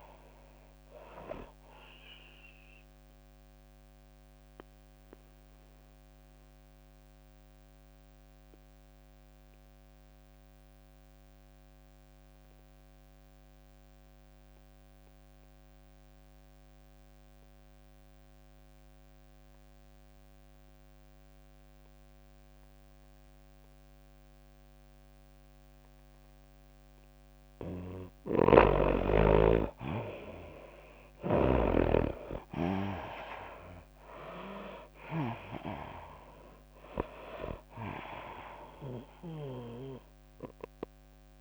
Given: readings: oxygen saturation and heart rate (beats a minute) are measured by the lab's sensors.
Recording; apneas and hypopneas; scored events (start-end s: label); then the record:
breathing in sleep by a microphone on the trachea; 1
0.00-13.00 s: oxygen desaturation (device-marked, oxygen 81% lowest, heart rate 94 extreme)
0.00-14.00 s: drop in pulse transit time (device-marked, heart rate 94 extreme)
2.50-4.50 s: long interval between heartbeats (device-marked, heart rate 104 before, 96 extreme)
4.00-29.00 s: mixed apnea (oxygen 98% before, 79% lowest, heart rate 105 before, 94 extreme, up 9 after)
7.00-10.00 s: tachycardia (device-marked, heart rate 101 before, 94 extreme)
25.00-41.41 s: oxygen desaturation (device-marked, oxygen 99% before, 82% lowest, heart rate 97 before, 94 extreme)
28.50-36.00 s: snoring (device-marked)
31.00-41.41 s: tachycardia (device-marked, heart rate 101 before, 105 extreme)
31.50-35.00 s: arousal
35.00-41.41 s: drop in pulse transit time (device-marked, heart rate 97 before, 100 extreme)
From the record:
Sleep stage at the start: N2 (light sleep); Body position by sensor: on the right side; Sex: female